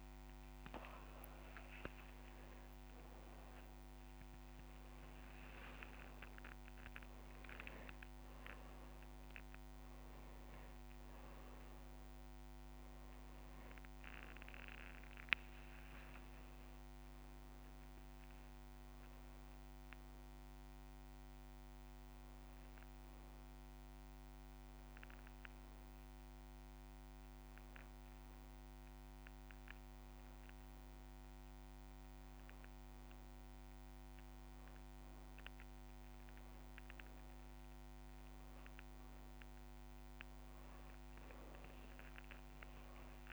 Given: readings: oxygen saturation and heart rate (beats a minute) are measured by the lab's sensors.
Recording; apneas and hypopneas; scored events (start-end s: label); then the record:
breathing in sleep, hard to hear, by a microphone on the trachea; none
4.50-6.50 s: long interval between heartbeats (device-marked)
16.00-18.00 s: long interval between heartbeats (device-marked)
19.50-21.50 s: long interval between heartbeats (device-marked)
30.50-32.50 s: long interval between heartbeats (device-marked)
From the record:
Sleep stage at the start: N2 (light sleep); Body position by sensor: upright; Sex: male